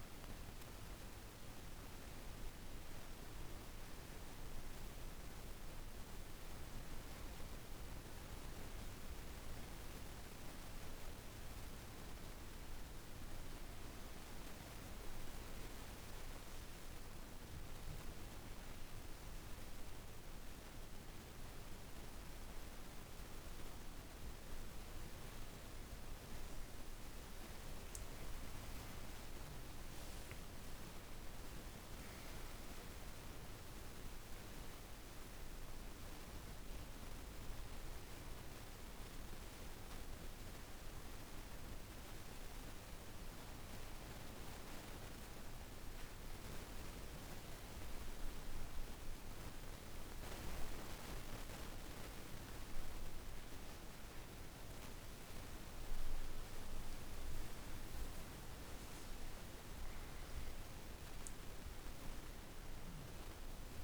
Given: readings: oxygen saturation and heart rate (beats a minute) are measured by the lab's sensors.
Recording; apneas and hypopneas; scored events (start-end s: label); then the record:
breathing in sleep, hard to hear, by a room microphone; 1
0.00-14.00 s: oxygen desaturation (device-marked, oxygen 92% lowest)
6.00-16.50 s: obstructive apnea (oxygen 96% before, 91% lowest, heart rate 31 before, 30 extreme, up 23 after)
From the record:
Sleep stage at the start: N2 (light sleep); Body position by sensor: on the back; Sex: female